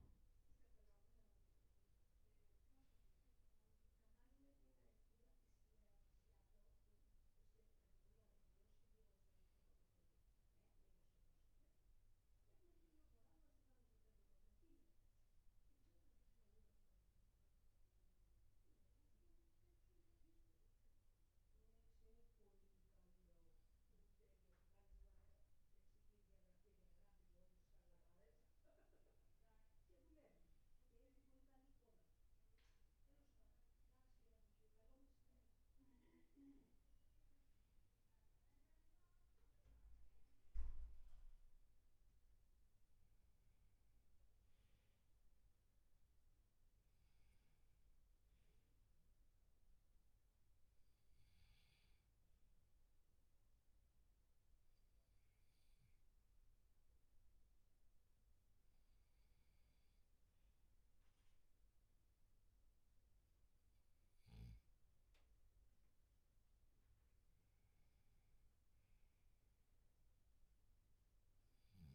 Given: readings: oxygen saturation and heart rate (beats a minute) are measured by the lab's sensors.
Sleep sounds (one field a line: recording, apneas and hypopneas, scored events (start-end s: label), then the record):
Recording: a person partly awake in a sleep study, hard to hear, by a room microphone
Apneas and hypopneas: 1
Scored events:
24.00-54.00 s: new sleep stage, N1 (lightest sleep)
53.00-67.50 s: hypopnea (oxygen 97% before, 94% lowest, heart rate 47 before, 43 extreme, up 5 after)
54.00-71.95 s: new sleep stage, N2 (light sleep)
69.50-71.95 s: arousal
From the record:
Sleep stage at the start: awake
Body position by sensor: on the back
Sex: male